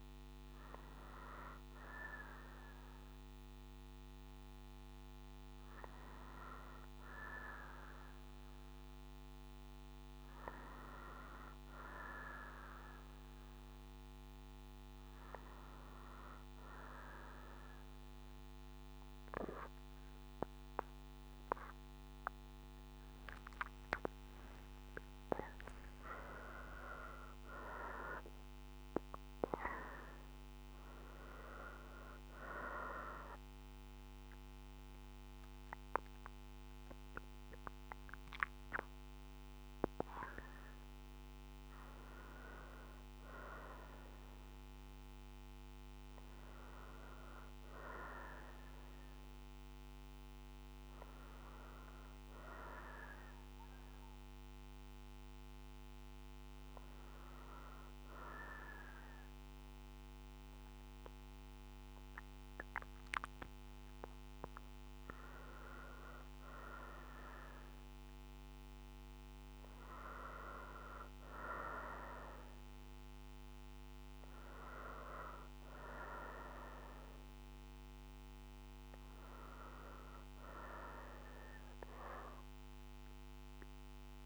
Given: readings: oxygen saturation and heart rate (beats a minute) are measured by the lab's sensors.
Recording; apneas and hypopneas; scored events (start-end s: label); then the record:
breathing in sleep by a microphone on the trachea; none
20.50-25.50 s: arousal
37.00-41.00 s: oxygen desaturation (device-marked, oxygen 93% before, 90% lowest, heart rate 78 before, 61 extreme)
50.00-57.00 s: oxygen desaturation (device-marked, oxygen 95% before, 92% lowest, heart rate 65 before, 61 extreme)
From the record:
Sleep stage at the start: N2 (light sleep); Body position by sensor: on the right side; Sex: female